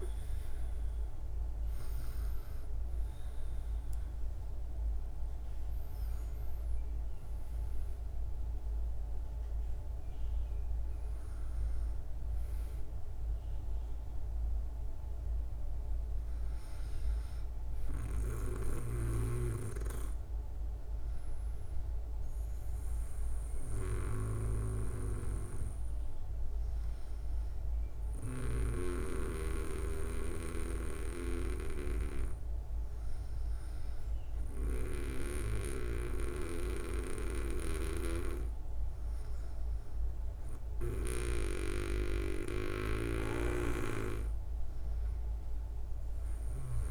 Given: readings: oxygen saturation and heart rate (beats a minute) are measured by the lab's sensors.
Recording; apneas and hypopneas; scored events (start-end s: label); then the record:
breathing in sleep by a room microphone; none
30.00-46.91 s: new sleep stage, N2 (light sleep)
36.50-40.50 s: snoring (device-marked)
From the record:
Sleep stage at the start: N1 (lightest sleep); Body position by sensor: on the back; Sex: female